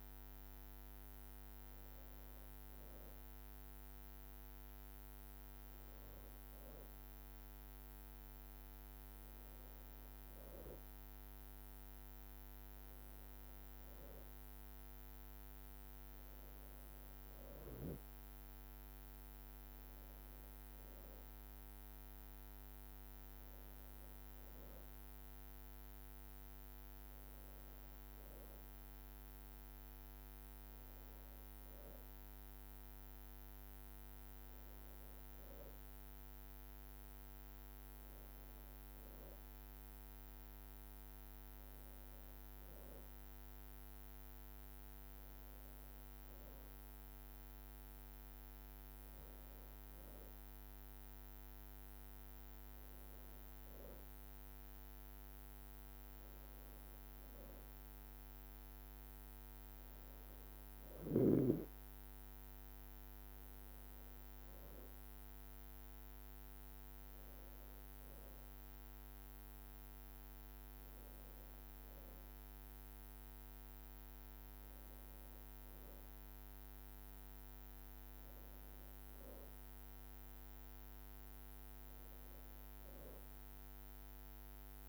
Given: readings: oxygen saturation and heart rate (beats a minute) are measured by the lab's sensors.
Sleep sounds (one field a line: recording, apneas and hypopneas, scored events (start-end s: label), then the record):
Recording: breathing in sleep, hard to hear, by a microphone on the trachea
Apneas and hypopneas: none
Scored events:
none scored
From the record:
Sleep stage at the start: N2 (light sleep)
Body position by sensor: on the back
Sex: female